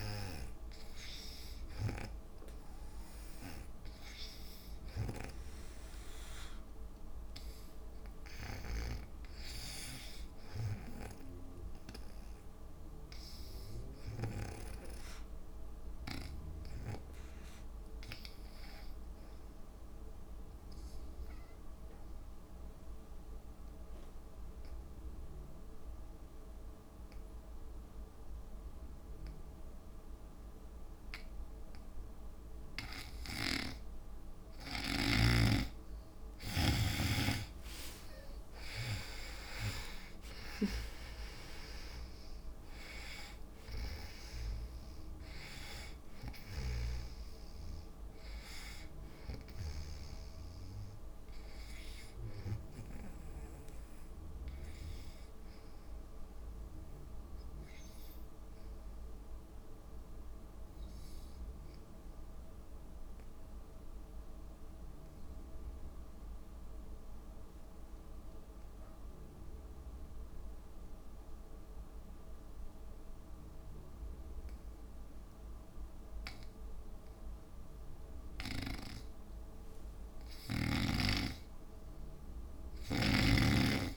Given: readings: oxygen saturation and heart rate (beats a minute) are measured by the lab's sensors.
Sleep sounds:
breathing in sleep by a room microphone; 2
0.00-10.50 s: oxygen desaturation (device-marked, oxygen 85% lowest, heart rate 65 extreme)
13.00-33.00 s: obstructive apnea (oxygen 96% before, 69% lowest, heart rate 69 before, 59 extreme, up 16 after)
30.50-63.50 s: oxygen desaturation (device-marked, oxygen 94% before, 69% lowest, heart rate 69 before, 57 extreme)
33.00-37.00 s: snoring (device-marked)
37.50-42.50 s: arousal
38.50-40.50 s: long interval between heartbeats (device-marked, heart rate 70 before, 82 extreme)
46.50-50.00 s: snoring (device-marked)
59.50-79.00 s: obstructive apnea (oxygen 93% before, 84% lowest, heart rate 70 before, 56 extreme, up 5 after)
80.50-83.97 s: arousal
82.50-83.97 s: oxygen desaturation (device-marked, oxygen 99% before, 84% lowest, heart rate 60 before, 56 extreme)
From the record:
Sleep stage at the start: N2 (light sleep); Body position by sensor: on the back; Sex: female

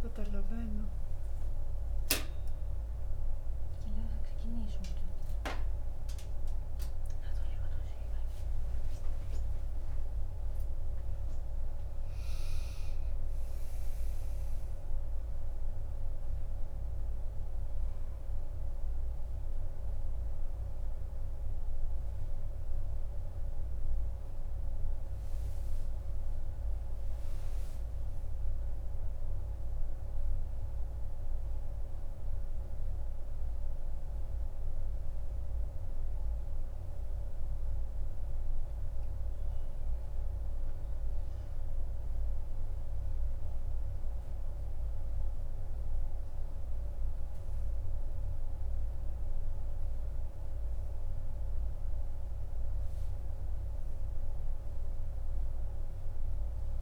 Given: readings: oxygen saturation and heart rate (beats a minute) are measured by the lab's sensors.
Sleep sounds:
a person awake in a sleep study, hard to hear, by a room microphone; none
none scored
From the record:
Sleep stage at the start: awake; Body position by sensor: on the right side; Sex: female

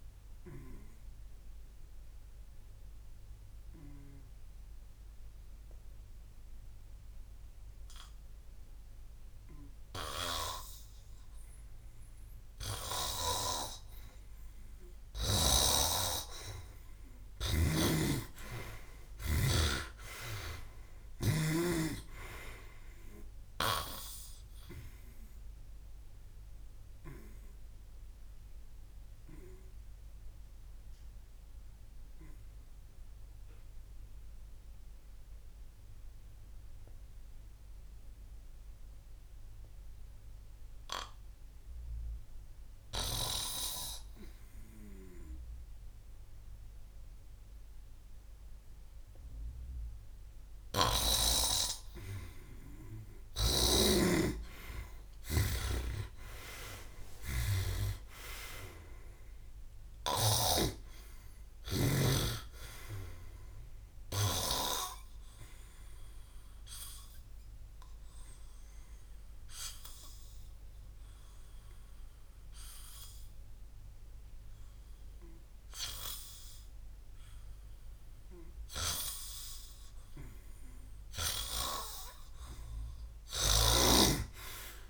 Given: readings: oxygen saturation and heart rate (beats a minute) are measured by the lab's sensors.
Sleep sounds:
breathing in sleep by a room microphone; 3
0.50-11.50 s: obstructive apnea (oxygen 97% before, 88% lowest, heart rate 64 before, 55 extreme, up 5 after)
14.00-20.50 s: arousal
17.50-21.50 s: snoring (device-marked)
29.50-35.50 s: oxygen desaturation (device-marked, oxygen 97% before, 93% lowest, heart rate 63 before, 52 extreme)
31.50-43.50 s: obstructive apnea (oxygen 97% before, 88% lowest, heart rate 63 before, 52 extreme, up 1 after)
52.50-59.50 s: oxygen desaturation (device-marked, oxygen 94% before, 88% lowest, heart rate 55 before, 56 extreme)
53.00-57.50 s: arousal
53.00-60.50 s: snoring (device-marked)
69.50-80.50 s: obstructive apnea (oxygen 97% before, 91% lowest, heart rate 70 before, 56 extreme, up 13 after)
82.50-84.90 s: arousal
From the record:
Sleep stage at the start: N2 (light sleep); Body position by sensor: on the back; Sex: male

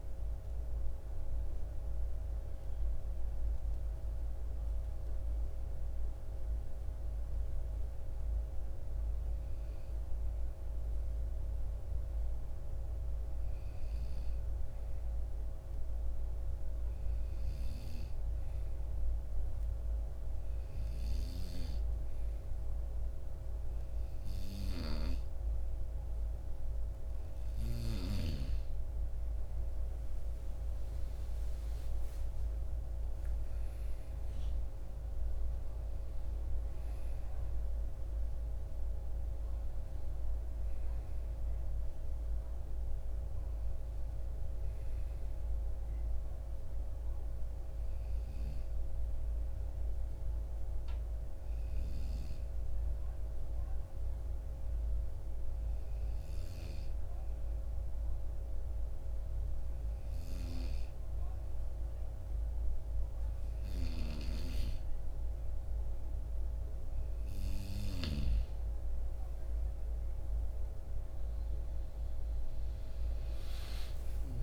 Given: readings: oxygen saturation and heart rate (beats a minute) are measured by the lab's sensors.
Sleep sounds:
breathing in sleep, hard to hear, by a room microphone; 2
1.50-26.50 s: hypopnea (oxygen 95% before, 92% lowest, heart rate 86 before, 54 extreme, up 11 after)
22.00-53.00 s: oxygen desaturation (device-marked, oxygen 96% before, 92% lowest, heart rate 56 before, 53 extreme)
30.00-34.00 s: arousal
48.50-64.00 s: hypopnea (oxygen 96% before, 92% lowest, heart rate 65 before, 53 extreme, up 6 after)
70.00-74.43 s: arousal
From the record:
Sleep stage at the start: N2 (light sleep); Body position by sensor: on the right side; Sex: male

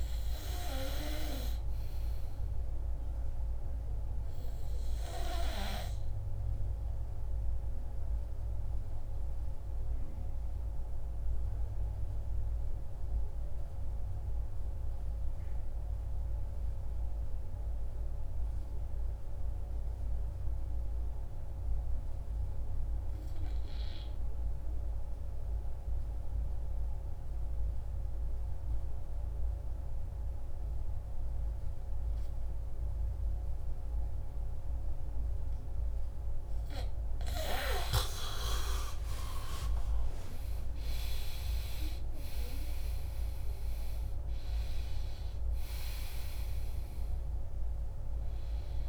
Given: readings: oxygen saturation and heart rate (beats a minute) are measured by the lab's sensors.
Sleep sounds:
breathing in sleep by a room microphone; 1
4.00-36.00 s: obstructive apnea (oxygen 96% before, 85% lowest, heart rate 82 before, 35 extreme, up 42 after)
28.00-48.89 s: oxygen desaturation (device-marked, oxygen 97% before, 85% lowest, heart rate 45 before, 49 extreme)
37.50-42.00 s: arousal
From the record:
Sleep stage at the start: N2 (light sleep); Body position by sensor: on the back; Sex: male

